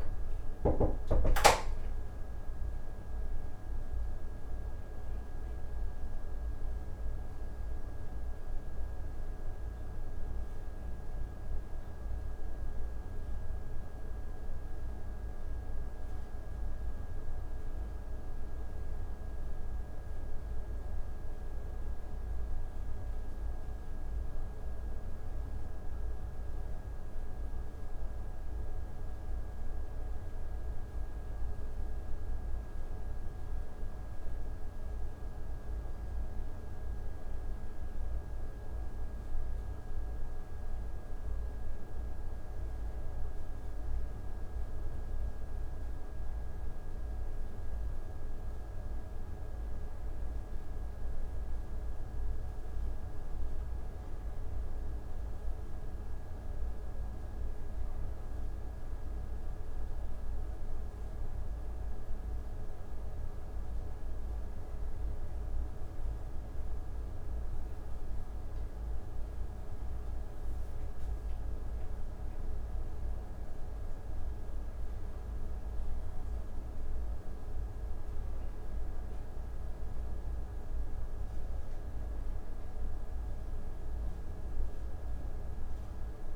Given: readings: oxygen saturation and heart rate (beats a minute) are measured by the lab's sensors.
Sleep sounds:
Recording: a person partly awake in a sleep study, hard to hear, by a room microphone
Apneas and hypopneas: none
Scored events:
3.00-86.36 s: new sleep stage, N1 (lightest sleep)
From the record:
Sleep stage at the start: awake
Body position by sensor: on the back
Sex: male

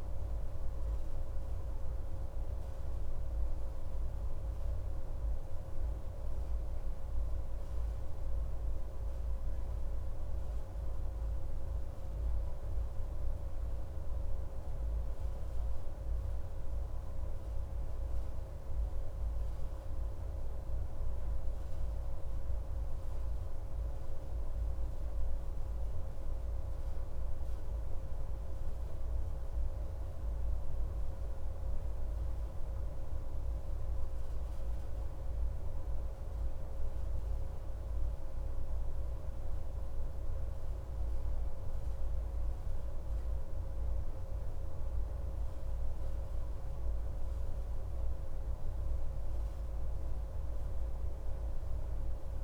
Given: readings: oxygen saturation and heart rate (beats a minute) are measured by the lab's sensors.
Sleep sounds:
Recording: breathing in sleep, hard to hear, by a room microphone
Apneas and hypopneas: none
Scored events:
none scored
From the record:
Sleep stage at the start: N2 (light sleep)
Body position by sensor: on the back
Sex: male

